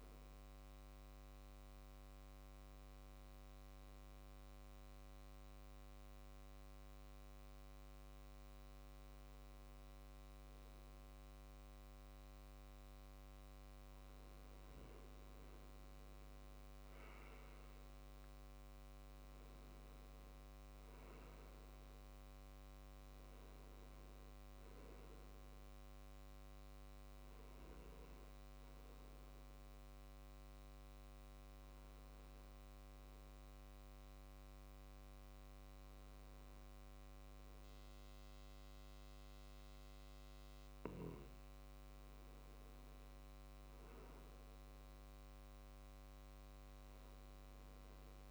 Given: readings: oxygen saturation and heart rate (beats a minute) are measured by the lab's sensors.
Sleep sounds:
breathing in sleep, hard to hear, by a microphone on the trachea; 2
0.00-1.00 s: arousal
3.50-14.00 s: obstructive apnea (oxygen 98% before, 94% lowest, heart rate 67 before, 64 extreme, up 10 after)
18.00-21.00 s: arousal
29.50-41.50 s: obstructive apnea (oxygen 98% before, 94% lowest, heart rate 68 before, 65 extreme, up 4 after)
From the record:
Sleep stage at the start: N2 (light sleep); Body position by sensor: on the left side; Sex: male

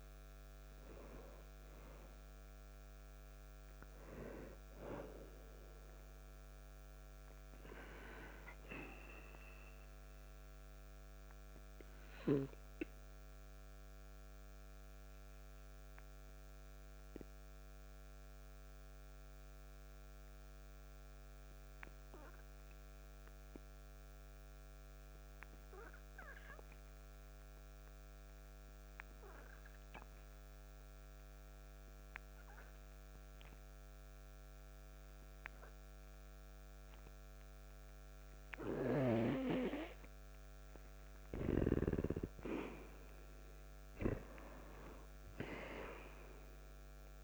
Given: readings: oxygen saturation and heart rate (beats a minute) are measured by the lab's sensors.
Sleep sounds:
breathing in sleep by a microphone on the trachea; 1
0.00-33.00 s: oxygen desaturation (device-marked, oxygen 86% lowest, heart rate 54 extreme)
13.00-40.50 s: obstructive apnea (oxygen 98% before, 86% lowest, heart rate 59 before, 54 extreme, up 4 after)
43.00-47.00 s: arousal
From the record:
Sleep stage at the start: N2 (light sleep); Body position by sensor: on the back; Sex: male

